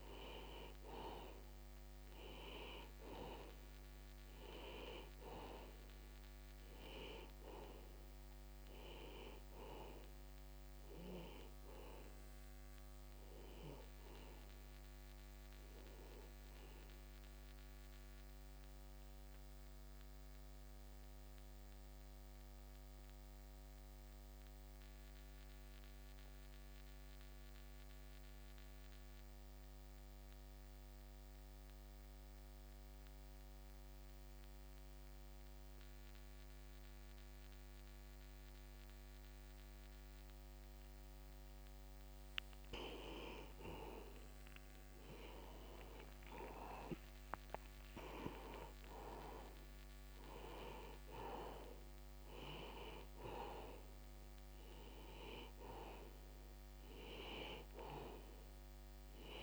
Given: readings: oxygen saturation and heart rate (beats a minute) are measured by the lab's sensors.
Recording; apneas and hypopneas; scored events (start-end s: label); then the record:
breathing in sleep by a microphone on the trachea; 1
0.00-24.50 s: oxygen desaturation (device-marked, oxygen 87% lowest)
20.00-43.50 s: mixed apnea (oxygen 94% before, 87% lowest, heart rate 51 before, 44 extreme, up 18 after)
45.00-49.50 s: arousal
57.50-59.43 s: oxygen desaturation (device-marked, oxygen 95% before, 87% lowest, heart rate 53 before, 35 extreme)
From the record:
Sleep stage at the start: N2 (light sleep); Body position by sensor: on the back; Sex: male